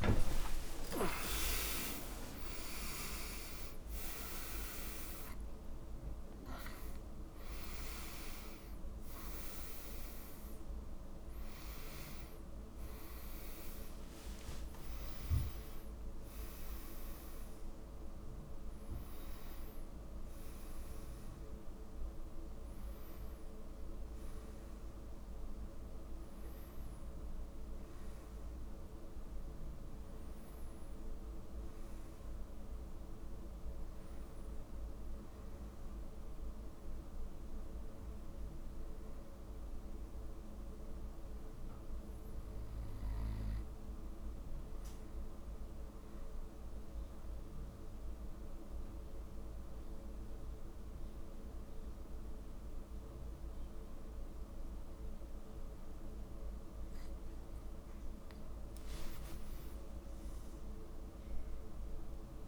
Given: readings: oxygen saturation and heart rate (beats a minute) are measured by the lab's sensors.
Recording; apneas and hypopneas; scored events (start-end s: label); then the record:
a person partly awake in a sleep study, by a room microphone; 1
0.00-33.50 s: oxygen desaturation (device-marked, oxygen 83% lowest)
19.50-49.50 s: new sleep stage, N1 (lightest sleep)
47.00-58.00 s: obstructive apnea (oxygen 100% before, 96% lowest)
49.50-62.48 s: new sleep stage, N2 (light sleep)
59.00-62.48 s: arousal
From the record:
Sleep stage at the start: awake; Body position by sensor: on the back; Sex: male